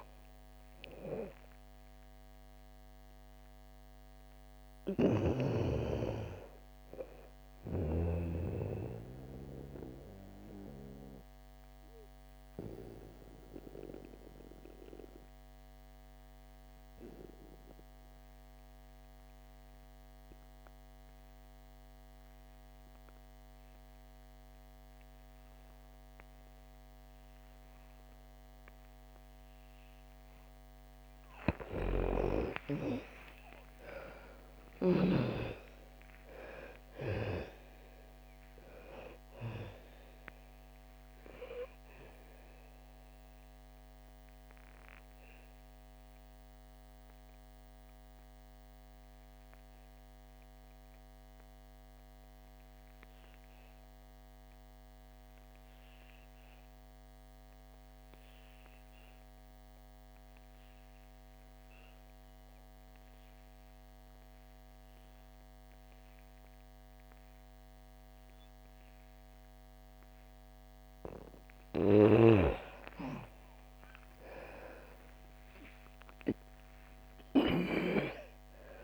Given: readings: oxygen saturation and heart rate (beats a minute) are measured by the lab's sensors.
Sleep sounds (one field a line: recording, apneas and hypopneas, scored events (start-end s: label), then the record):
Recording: breathing in sleep by a microphone on the trachea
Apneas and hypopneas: 2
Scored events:
0.00-22.00 s: oxygen desaturation (device-marked, oxygen 77% lowest, heart rate 57 extreme)
9.00-29.50 s: obstructive apnea (oxygen 98% before, 77% lowest, heart rate 67 before, 56 extreme, up 32 after)
24.00-58.00 s: oxygen desaturation (device-marked, oxygen 99% before, 78% lowest, heart rate 61 before, 56 extreme)
32.00-37.00 s: arousal
42.00-70.50 s: obstructive apnea (oxygen 99% before, 77% lowest, heart rate 76 before, 56 extreme, up 8 after)
63.00-78.84 s: oxygen desaturation (device-marked, oxygen 98% before, 77% lowest, heart rate 61 before, 58 extreme)
71.50-77.50 s: snoring (device-marked)
73.50-77.50 s: arousal
From the record:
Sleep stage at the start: N2 (light sleep)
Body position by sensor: on the back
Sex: female